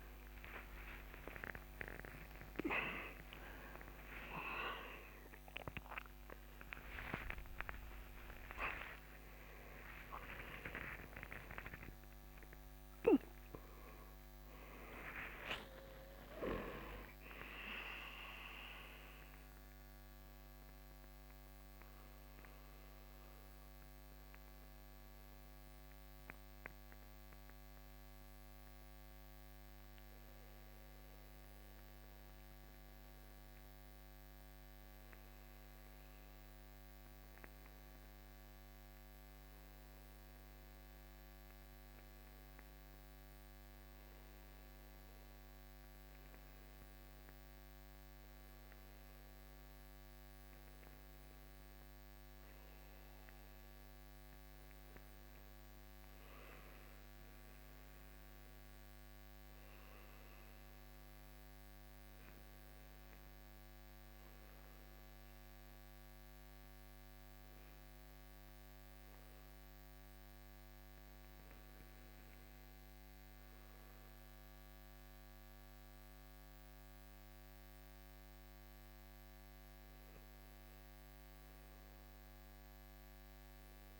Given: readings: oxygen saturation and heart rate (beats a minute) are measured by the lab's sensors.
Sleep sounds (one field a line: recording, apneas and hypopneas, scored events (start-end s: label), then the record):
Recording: a person partly awake in a sleep study, by a microphone on the trachea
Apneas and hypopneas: none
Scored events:
28.50-84.00 s: new sleep stage, N1 (lightest sleep)
37.50-45.50 s: oxygen desaturation (device-marked, oxygen 97% before, 93% lowest, heart rate 75 before, 64 extreme)
From the record:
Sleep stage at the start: awake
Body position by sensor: on the right side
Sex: male